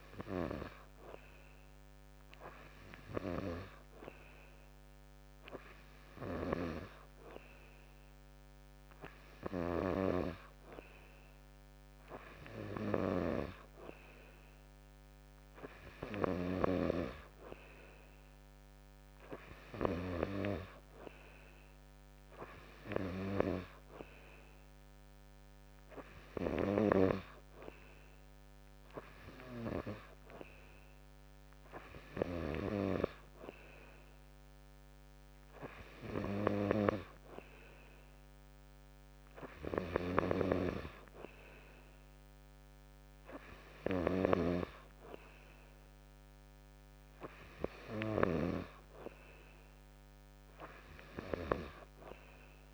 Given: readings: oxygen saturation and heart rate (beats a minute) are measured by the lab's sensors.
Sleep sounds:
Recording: breathing in sleep by a microphone on the trachea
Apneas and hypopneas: none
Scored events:
none scored
From the record:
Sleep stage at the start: N2 (light sleep)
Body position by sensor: on the back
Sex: male

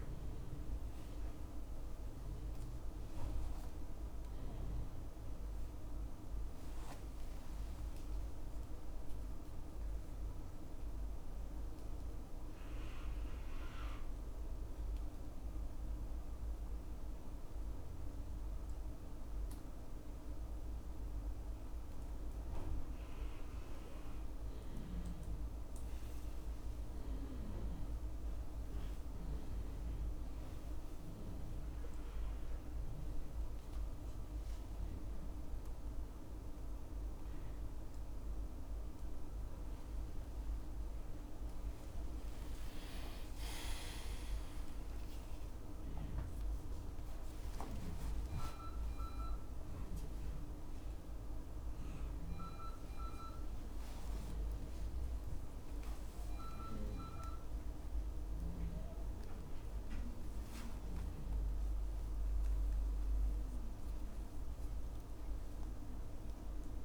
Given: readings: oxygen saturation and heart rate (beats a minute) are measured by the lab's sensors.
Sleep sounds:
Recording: a person awake in a sleep study, hard to hear, by a room microphone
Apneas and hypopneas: 1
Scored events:
29.00-39.00 s: hypopnea (oxygen 95% before, 91% lowest, heart rate 77 before, 77 extreme, up 3 after)
49.50-66.85 s: oxygen desaturation (device-marked, oxygen 95% before, 91% lowest, heart rate 80 before, 73 extreme)
From the record:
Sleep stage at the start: awake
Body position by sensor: on the back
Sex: male

